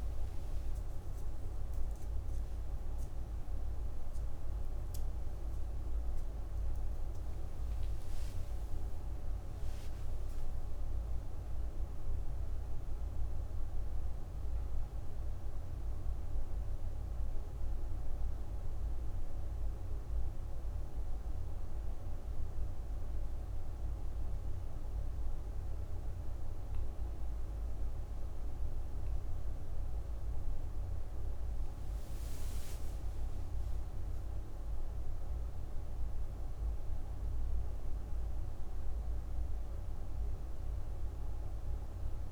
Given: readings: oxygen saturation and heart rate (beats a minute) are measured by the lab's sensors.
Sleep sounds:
a person partly awake in a sleep study, hard to hear, by a room microphone; none
13.50-42.32 s: new sleep stage, N1 (lightest sleep)
From the record:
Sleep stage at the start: awake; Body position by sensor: on the back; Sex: female

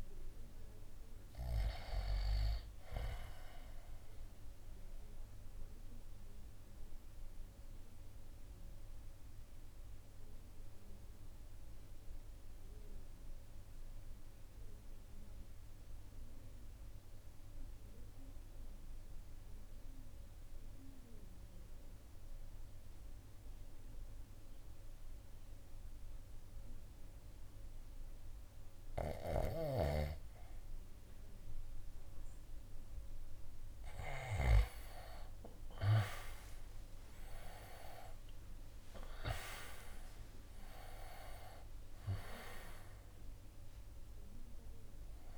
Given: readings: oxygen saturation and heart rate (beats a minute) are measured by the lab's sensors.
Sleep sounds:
breathing in sleep by a room microphone; 1
0.00-5.00 s: drop in pulse transit time (device-marked, heart rate 55 extreme)
0.00-22.00 s: oxygen desaturation (device-marked, oxygen 84% lowest, heart rate 52 extreme)
3.00-32.50 s: obstructive apnea (oxygen 97% before, 83% lowest, heart rate 59 before, 52 extreme, up 18 after)
34.50-39.50 s: arousal
37.00-45.38 s: oxygen desaturation (device-marked, oxygen 97% before, 83% lowest, heart rate 54 before, 52 extreme)
38.00-45.38 s: drop in pulse transit time (device-marked, heart rate 54 before, 57 extreme)
From the record:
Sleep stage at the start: REM sleep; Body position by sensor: on the right side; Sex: male

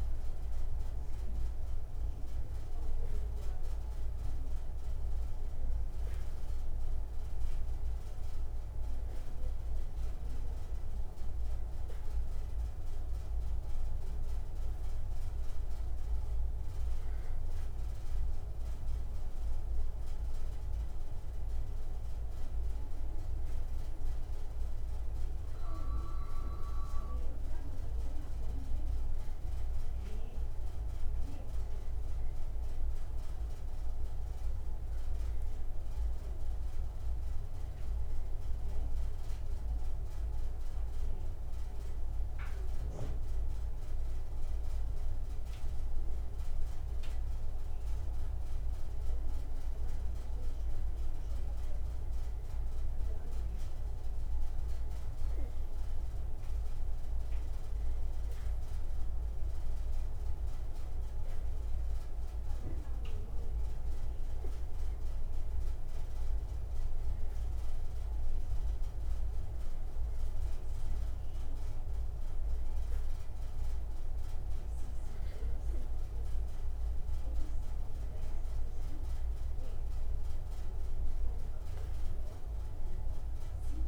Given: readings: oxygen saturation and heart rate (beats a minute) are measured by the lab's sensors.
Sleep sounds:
breathing in sleep, hard to hear, by a room microphone; 1
9.00-22.50 s: hypopnea (oxygen 96% before, 94% lowest, heart rate 62 before, 60 extreme, up 4 after)
25.00-29.50 s: arousal
77.50-82.00 s: arousal
From the record:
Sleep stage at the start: N2 (light sleep); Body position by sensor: on the back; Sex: male

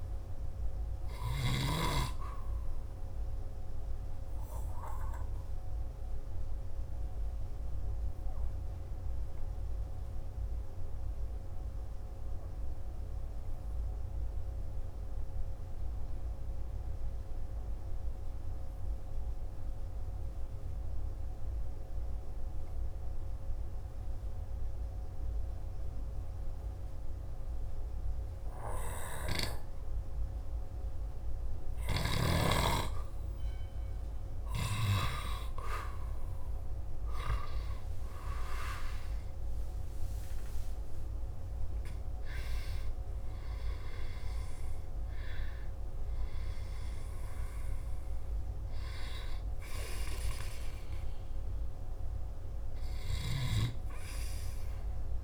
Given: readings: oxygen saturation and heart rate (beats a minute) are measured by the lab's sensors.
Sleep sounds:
breathing in sleep by a room microphone; 1
4.50-31.50 s: obstructive apnea (oxygen 98% before, 90% lowest, heart rate 51 before, 50 extreme, up 3 after)
19.50-30.50 s: oxygen desaturation (device-marked, oxygen 94% before, 90% lowest, heart rate 55 before, 50 extreme)
37.00-42.00 s: arousal
From the record:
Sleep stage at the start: N2 (light sleep); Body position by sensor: on the back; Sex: male

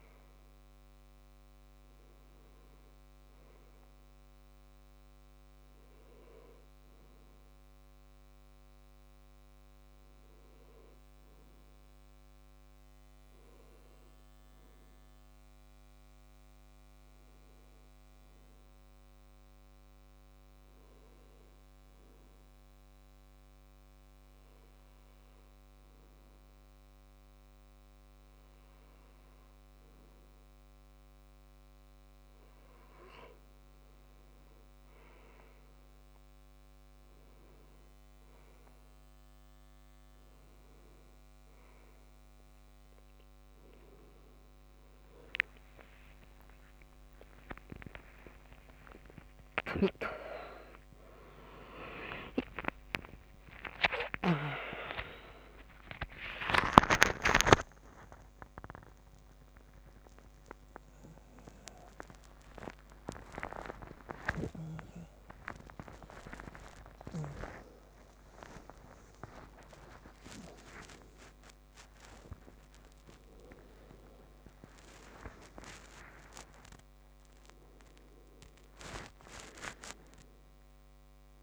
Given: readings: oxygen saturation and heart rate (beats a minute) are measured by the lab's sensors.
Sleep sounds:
a person partly awake in a sleep study, by a microphone on the trachea; 1
8.50-31.00 s: hypopnea (oxygen 98% before, 96% lowest, heart rate 70 before, 65 extreme, up 11 after)
46.50-48.50 s: long interval between heartbeats (device-marked, heart rate 71 before, 80 extreme)
55.00-81.43 s: new sleep stage, awake
57.00-78.00 s: tachycardia (device-marked, heart rate 71 before, 175 extreme)
63.00-65.00 s: long interval between heartbeats (device-marked, heart rate 89 before, 122 extreme)
From the record:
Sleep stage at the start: N2 (light sleep); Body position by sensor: on the left side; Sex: male

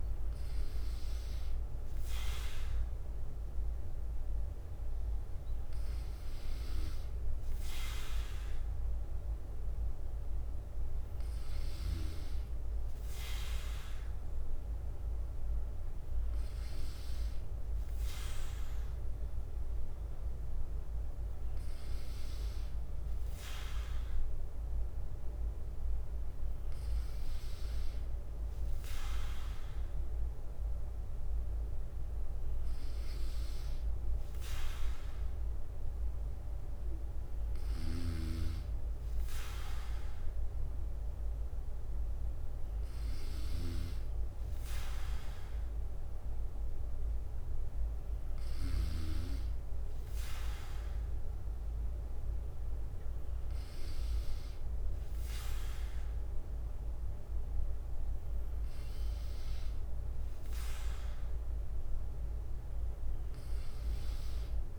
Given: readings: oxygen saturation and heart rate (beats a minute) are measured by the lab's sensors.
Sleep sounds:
breathing in sleep by a room microphone; none
0.00-27.50 s: bradycardia (device-marked, heart rate 57 extreme)
37.50-39.50 s: bradycardia (device-marked, heart rate 59 before, 60 extreme)
41.50-60.50 s: bradycardia (device-marked, heart rate 59 before, 57 extreme)
From the record:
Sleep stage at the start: N3 (deep sleep); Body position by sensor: on the back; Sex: male

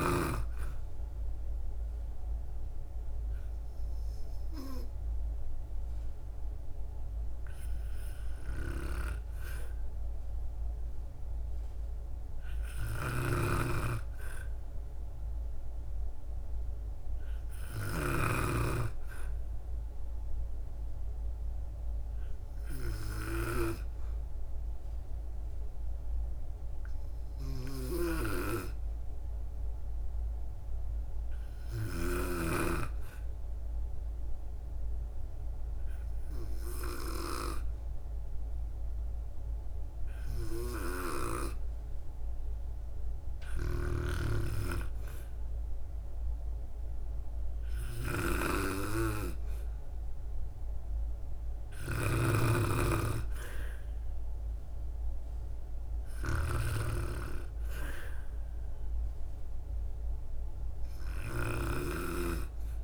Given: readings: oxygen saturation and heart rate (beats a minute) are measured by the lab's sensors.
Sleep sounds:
breathing in sleep by a room microphone; 1
0.00-16.00 s: oxygen desaturation (device-marked, oxygen 92% lowest, heart rate 60 extreme)
13.00-18.00 s: snoring (device-marked)
33.50-44.50 s: hypopnea (oxygen 96% before, 91% lowest, heart rate 62 before, 62 extreme, up 3 after)
43.50-62.00 s: snoring (device-marked)
46.00-49.50 s: arousal
From the record:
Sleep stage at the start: N2 (light sleep); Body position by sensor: on the back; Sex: female

